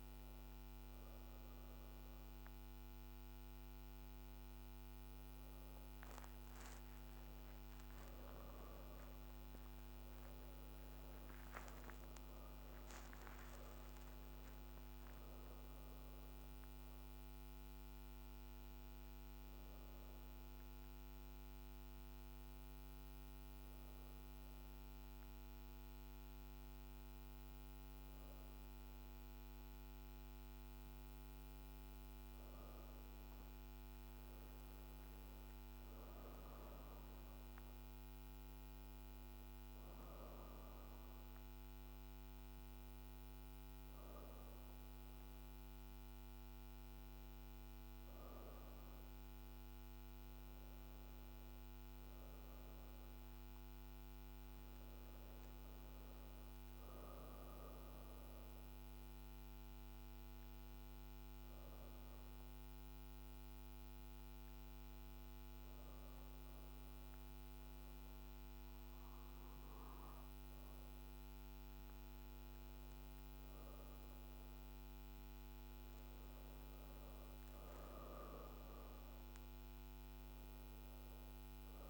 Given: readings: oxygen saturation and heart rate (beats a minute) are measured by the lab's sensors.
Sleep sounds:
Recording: breathing in sleep, hard to hear, by a microphone on the trachea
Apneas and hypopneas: 1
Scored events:
0.00-12.00 s: oxygen desaturation (device-marked, oxygen 89% lowest, heart rate 54 extreme)
55.50-59.00 s: arousal
61.50-72.50 s: hypopnea (oxygen 96% before, 90% lowest, heart rate 56 before, 53 extreme, up 4 after)
76.00-80.00 s: arousal
79.00-81.90 s: oxygen desaturation (device-marked, oxygen 96% before, 91% lowest, heart rate 55 before, 54 extreme)
From the record:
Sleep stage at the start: N2 (light sleep)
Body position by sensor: on the back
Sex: female

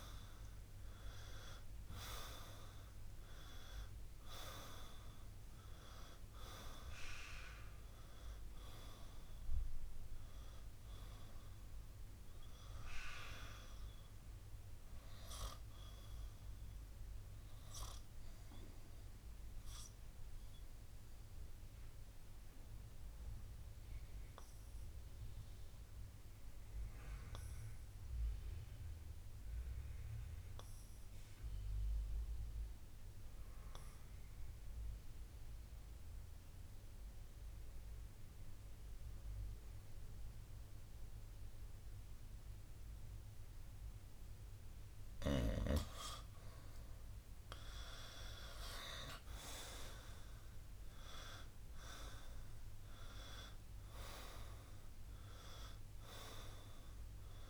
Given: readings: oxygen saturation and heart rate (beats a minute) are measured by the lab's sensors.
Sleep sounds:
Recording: breathing in sleep by a room microphone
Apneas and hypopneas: 1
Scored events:
2.00-12.00 s: oxygen desaturation (device-marked, oxygen 97% before, 93% lowest, heart rate 62 before, 55 extreme)
20.00-33.00 s: oxygen desaturation (device-marked, oxygen 95% before, 91% lowest, heart rate 66 before, 56 extreme)
20.00-45.00 s: obstructive apnea (oxygen 97% before, 91% lowest, heart rate 66 before, 56 extreme, up 10 after)
47.00-51.00 s: arousal
53.00-57.50 s: oxygen desaturation (device-marked, oxygen 97% before, 92% lowest, heart rate 62 before, 56 extreme)
From the record:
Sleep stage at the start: N2 (light sleep)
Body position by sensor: on the right side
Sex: male

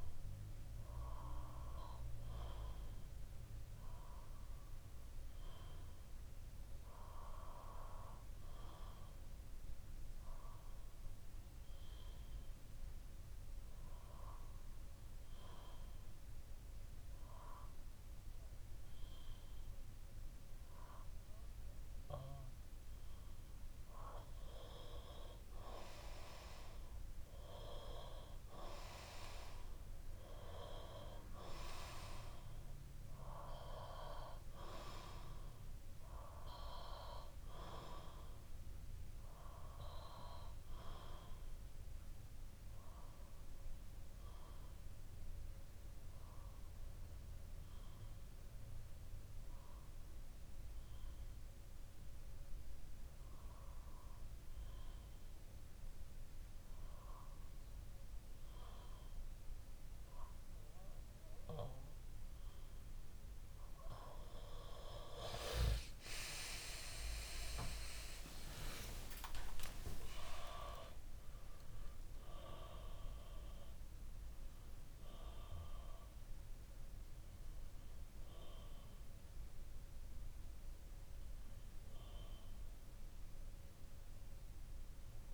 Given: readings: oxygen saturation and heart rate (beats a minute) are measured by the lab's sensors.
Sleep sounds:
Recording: breathing in sleep by a room microphone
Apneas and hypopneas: 2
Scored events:
1.00-5.00 s: bradycardia (device-marked, heart rate 63 before, 59 extreme)
3.50-21.00 s: obstructive apnea (oxygen 96% before, 94% lowest, heart rate 62 before, 59 extreme, up 6 after)
13.00-19.00 s: bradycardia (device-marked, heart rate 63 before, 59 extreme)
24.00-27.50 s: arousal
40.00-62.00 s: bradycardia (device-marked, heart rate 63 before, 56 extreme)
41.50-62.50 s: obstructive apnea (oxygen 96% before, 94% lowest, heart rate 63 before, 56 extreme, up 56 after)
66.00-72.00 s: tachycardia (device-marked, heart rate 63 before, 114 extreme)
66.50-71.00 s: arousal
68.50-70.50 s: long interval between heartbeats (device-marked, heart rate 58 before, 79 extreme)
From the record:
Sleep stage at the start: N2 (light sleep)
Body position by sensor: on the back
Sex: male

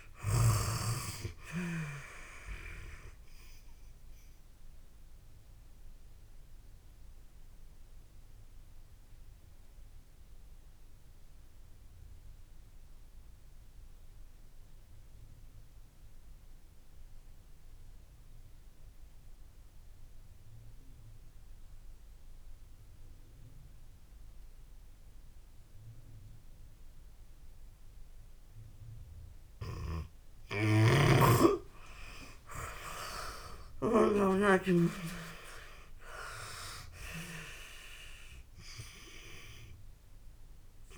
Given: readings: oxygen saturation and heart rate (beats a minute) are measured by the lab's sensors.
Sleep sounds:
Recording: breathing in sleep by a room microphone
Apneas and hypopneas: 1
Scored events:
0.00-2.00 s: arousal
5.50-28.50 s: obstructive apnea (oxygen 97% before, 80% lowest)
12.50-28.50 s: oxygen desaturation (device-marked, oxygen 94% before, 84% lowest)
30.00-34.50 s: snoring (device-marked)
31.00-34.50 s: arousal
36.50-40.98 s: oxygen desaturation (device-marked, oxygen 94% before, 80% lowest)
From the record:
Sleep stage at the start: N2 (light sleep)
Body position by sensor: on the back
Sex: female

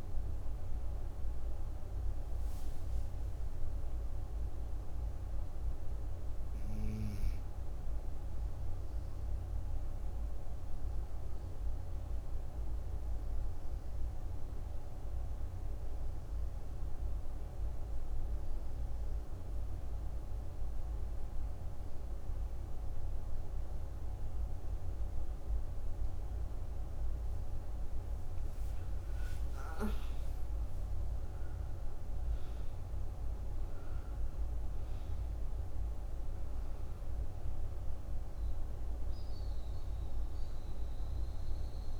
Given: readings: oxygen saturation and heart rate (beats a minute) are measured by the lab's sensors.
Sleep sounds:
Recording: breathing in sleep, hard to hear, by a room microphone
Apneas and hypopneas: 1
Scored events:
0.00-22.50 s: oxygen desaturation (device-marked, oxygen 88% lowest, heart rate 59 extreme)
9.00-27.50 s: obstructive apnea (oxygen 96% before, 88% lowest, heart rate 67 before, 56 extreme, up 24 after)
29.00-33.50 s: arousal
34.50-42.00 s: oxygen desaturation (device-marked, oxygen 98% before, 89% lowest, heart rate 69 before, 54 extreme)
From the record:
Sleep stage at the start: N2 (light sleep)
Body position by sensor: on the right side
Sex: female

